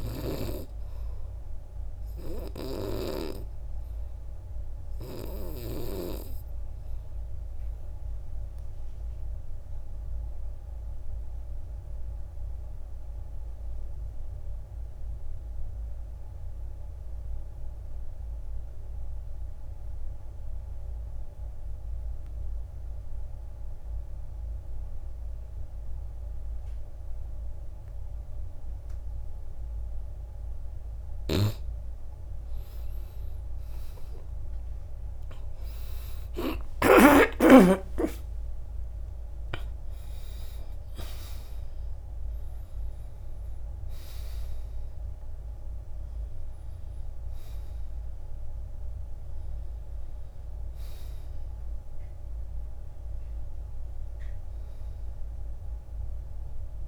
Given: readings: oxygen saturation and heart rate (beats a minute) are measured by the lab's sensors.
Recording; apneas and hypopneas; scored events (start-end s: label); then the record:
breathing in sleep by a room microphone; 1
0.00-2.00 s: oxygen desaturation (device-marked, oxygen 89% lowest, heart rate 57 extreme)
4.00-21.00 s: oxygen desaturation (device-marked, oxygen 93% before, 85% lowest, heart rate 64 before, 57 extreme)
4.00-30.00 s: obstructive apnea (oxygen 98% before, 76% lowest, heart rate 64 before, 57 extreme, up 11 after)
31.00-56.88 s: new sleep stage, N1 (lightest sleep)
33.00-56.88 s: oxygen desaturation (device-marked, oxygen 97% before, 76% lowest, heart rate 62 before, 45 extreme)
34.00-38.00 s: arousal
From the record:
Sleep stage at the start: N2 (light sleep); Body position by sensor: on the back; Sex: male